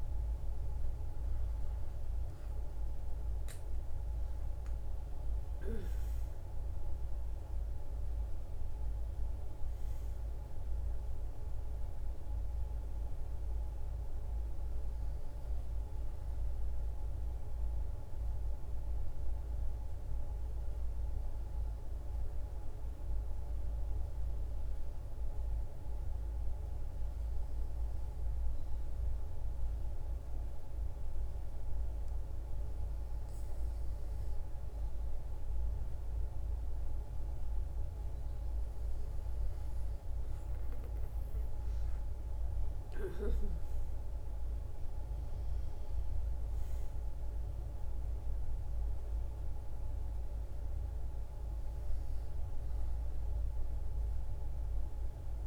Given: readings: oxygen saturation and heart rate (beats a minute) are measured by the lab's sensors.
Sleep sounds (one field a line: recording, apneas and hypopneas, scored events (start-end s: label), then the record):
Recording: breathing in sleep, hard to hear, by a room microphone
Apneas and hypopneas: 1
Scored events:
19.00-55.47 s: new sleep stage, N2 (light sleep)
23.50-36.00 s: hypopnea (oxygen 96% before, 93% lowest, heart rate 65 before, 59 extreme, up 6 after)
40.00-43.00 s: arousal
From the record:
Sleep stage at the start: N1 (lightest sleep)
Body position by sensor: on the back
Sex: female